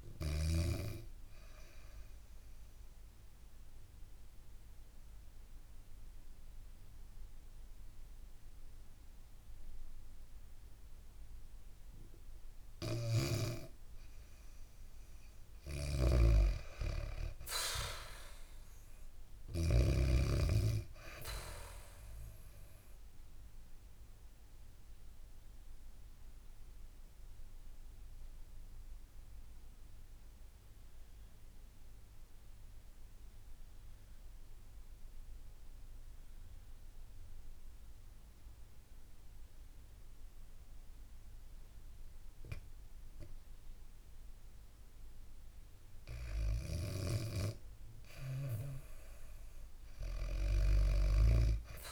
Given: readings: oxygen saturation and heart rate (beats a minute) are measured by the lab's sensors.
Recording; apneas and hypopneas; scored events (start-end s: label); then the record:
breathing in sleep by a room microphone; 2
0.00-7.50 s: oxygen desaturation (device-marked, oxygen 93% lowest, heart rate 66 extreme)
1.00-13.50 s: obstructive apnea (oxygen 100% before, 91% lowest, heart rate 68 before, 66 extreme, up 3 after)
15.00-19.50 s: snoring (device-marked)
15.50-18.50 s: arousal
17.50-37.50 s: oxygen desaturation (device-marked, oxygen 100% before, 95% lowest, heart rate 71 before, 63 extreme)
22.50-47.00 s: obstructive apnea (oxygen 100% before, 91% lowest, heart rate 71 before, 63 extreme, up 8 after)
42.50-51.92 s: new sleep stage, N2 (light sleep)
50.00-51.92 s: arousal
From the record:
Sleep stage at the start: REM sleep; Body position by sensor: on the back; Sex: female